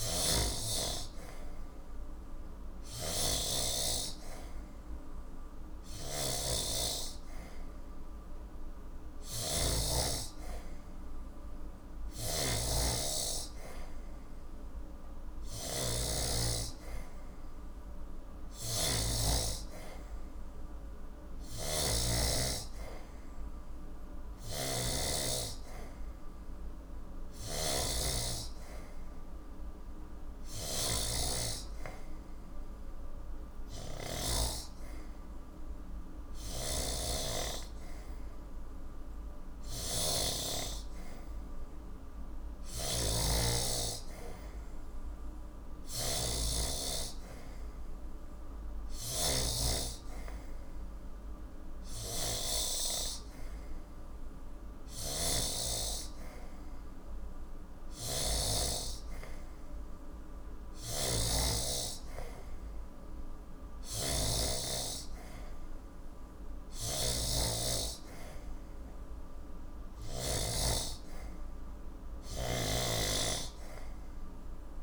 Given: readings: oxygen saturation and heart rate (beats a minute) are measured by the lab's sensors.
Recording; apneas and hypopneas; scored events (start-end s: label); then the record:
breathing in sleep by a room microphone; none
0.00-22.00 s: snoring (device-marked)
24.00-34.00 s: snoring (device-marked)
36.00-70.00 s: snoring (device-marked)
72.00-74.83 s: snoring (device-marked)
From the record:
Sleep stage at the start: N3 (deep sleep); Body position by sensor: on the back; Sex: male